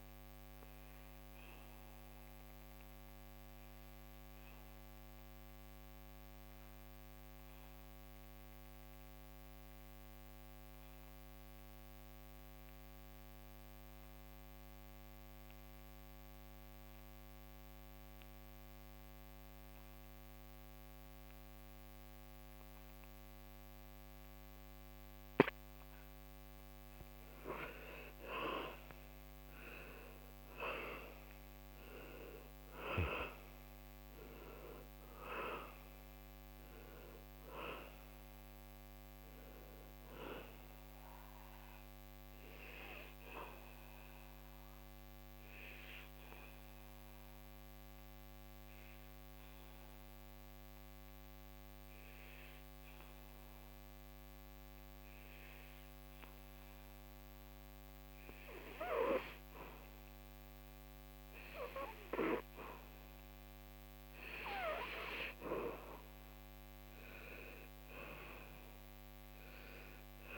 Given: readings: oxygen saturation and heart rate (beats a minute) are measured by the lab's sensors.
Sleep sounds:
breathing in sleep by a microphone on the trachea; 2
0.00-4.50 s: oxygen desaturation (device-marked, oxygen 83% lowest, heart rate 65 extreme)
0.50-24.50 s: obstructive apnea (oxygen 97% before, 80% lowest, heart rate 79 before, 65 extreme, up 10 after)
18.50-52.50 s: oxygen desaturation (device-marked, oxygen 98% before, 80% lowest, heart rate 77 before, 65 extreme)
27.00-30.50 s: arousal
40.00-59.50 s: obstructive apnea (oxygen 98% before, 80% lowest, heart rate 73 before, 74 extreme, up 1 after)
63.00-67.00 s: arousal
67.50-70.38 s: oxygen desaturation (device-marked, oxygen 99% before, 91% lowest, heart rate 76 before, 69 extreme)
From the record:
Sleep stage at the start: N2 (light sleep); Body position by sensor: on the back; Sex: male

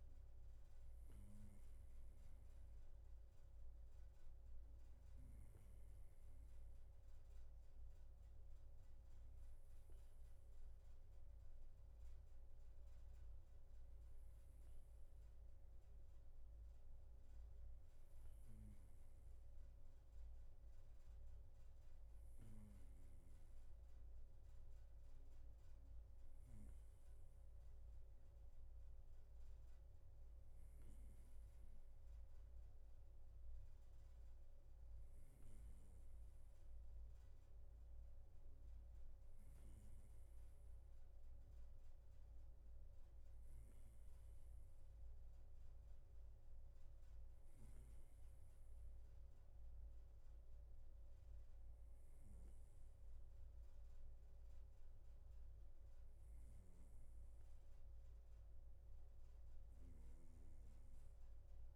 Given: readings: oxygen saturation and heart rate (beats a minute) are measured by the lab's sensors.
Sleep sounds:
breathing in sleep, hard to hear, by a room microphone; none
none scored
From the record:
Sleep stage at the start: N2 (light sleep); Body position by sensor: on the right side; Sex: male

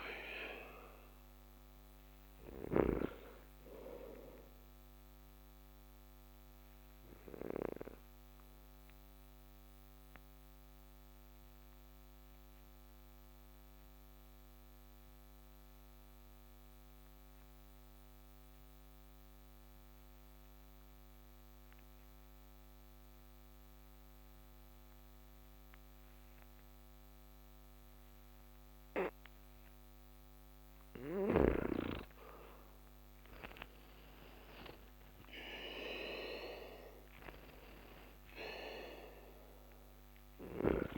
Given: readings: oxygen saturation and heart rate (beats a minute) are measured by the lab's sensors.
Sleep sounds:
breathing in sleep by a microphone on the trachea; 1
0.00-3.00 s: snoring (device-marked)
0.00-22.00 s: oxygen desaturation (device-marked, oxygen 87% lowest)
5.50-29.50 s: obstructive apnea (oxygen 96% before, 82% lowest)
32.50-36.50 s: arousal
34.00-40.98 s: oxygen desaturation (device-marked, oxygen 97% before, 82% lowest)
From the record:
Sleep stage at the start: N2 (light sleep); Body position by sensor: on the back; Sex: male

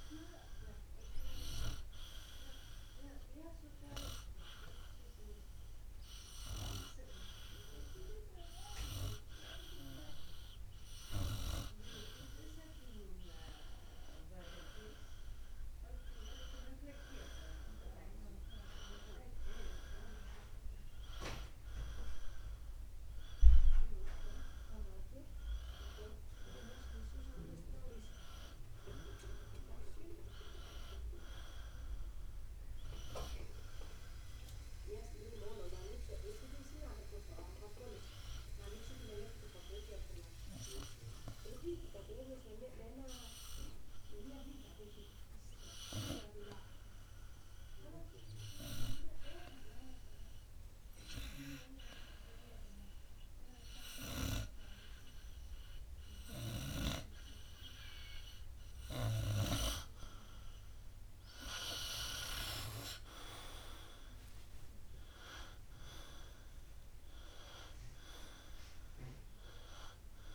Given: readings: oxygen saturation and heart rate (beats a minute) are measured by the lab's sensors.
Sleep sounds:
breathing in sleep by a room microphone; 2
1.00-12.50 s: obstructive apnea (oxygen 96% before, 93% lowest, heart rate 60 before, 59 extreme, up 1 after)
14.50-18.50 s: arousal
40.00-59.00 s: obstructive apnea (oxygen 95% before, 93% lowest, heart rate 60 before, 53 extreme, up 3 after)
60.00-65.00 s: arousal
From the record:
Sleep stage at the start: N2 (light sleep); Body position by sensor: on the right side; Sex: male

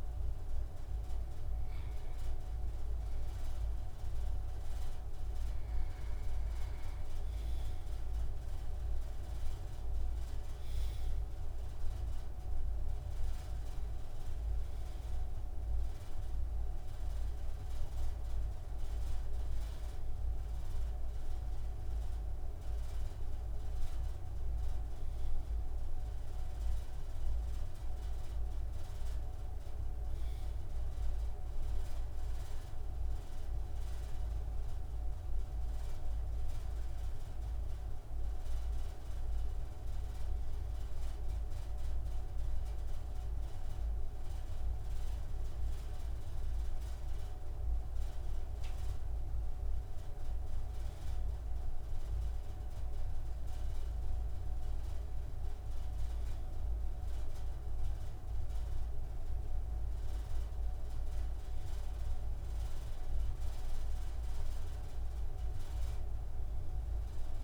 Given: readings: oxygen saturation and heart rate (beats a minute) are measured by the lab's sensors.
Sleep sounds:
breathing in sleep, hard to hear, by a room microphone; none
0.00-2.00 s: arousal
From the record:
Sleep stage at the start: N2 (light sleep); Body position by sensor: on the right side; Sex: male

